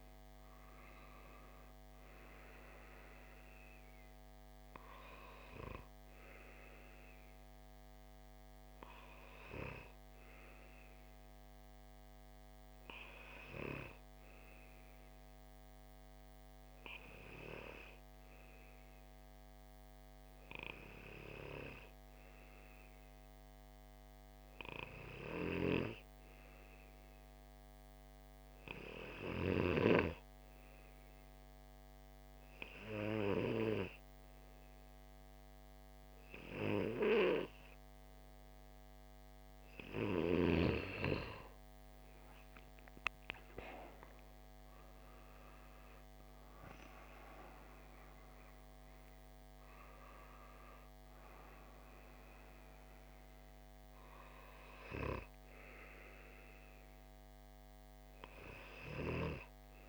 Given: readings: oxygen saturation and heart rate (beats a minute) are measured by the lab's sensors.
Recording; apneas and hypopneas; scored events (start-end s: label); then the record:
breathing in sleep by a microphone on the trachea; none
0.00-13.50 s: oxygen desaturation (device-marked, oxygen 94% lowest)
From the record:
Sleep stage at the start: N2 (light sleep); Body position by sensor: on the left side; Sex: male